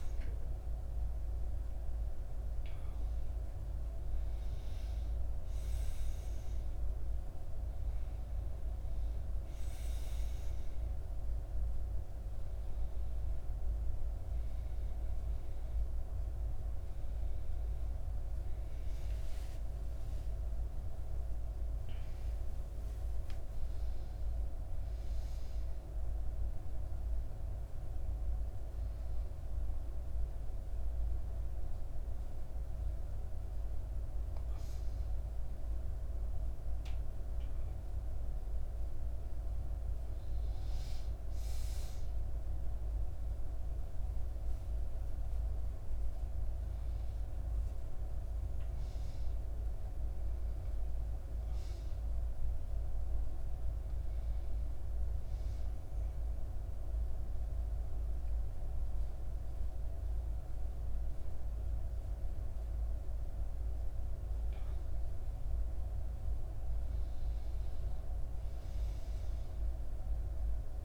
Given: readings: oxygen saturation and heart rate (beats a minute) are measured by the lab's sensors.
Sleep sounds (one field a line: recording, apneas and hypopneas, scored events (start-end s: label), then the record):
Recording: a person awake in a sleep study, hard to hear, by a room microphone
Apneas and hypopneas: none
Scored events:
none scored
From the record:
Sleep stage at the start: awake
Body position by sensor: on the back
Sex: female